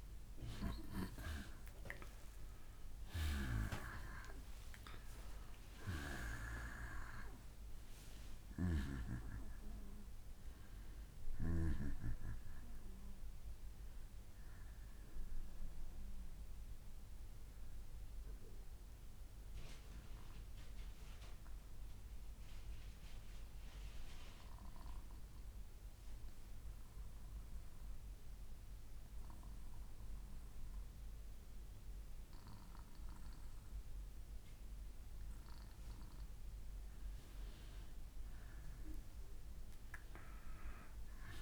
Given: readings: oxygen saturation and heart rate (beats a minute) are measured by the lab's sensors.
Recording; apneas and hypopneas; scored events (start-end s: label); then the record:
breathing in sleep by a room microphone; 1
0.00-2.50 s: bradycardia (device-marked, heart rate 54 extreme)
0.00-16.50 s: oxygen desaturation (device-marked, oxygen 89% lowest, heart rate 54 extreme)
16.50-34.00 s: obstructive apnea (oxygen 95% before, 88% lowest, heart rate 60 before, 61 extreme, up 11 after)
35.50-41.42 s: oxygen desaturation (device-marked, oxygen 96% before, 88% lowest, heart rate 61 before, 61 extreme)
From the record:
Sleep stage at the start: N2 (light sleep); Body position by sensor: on the back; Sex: male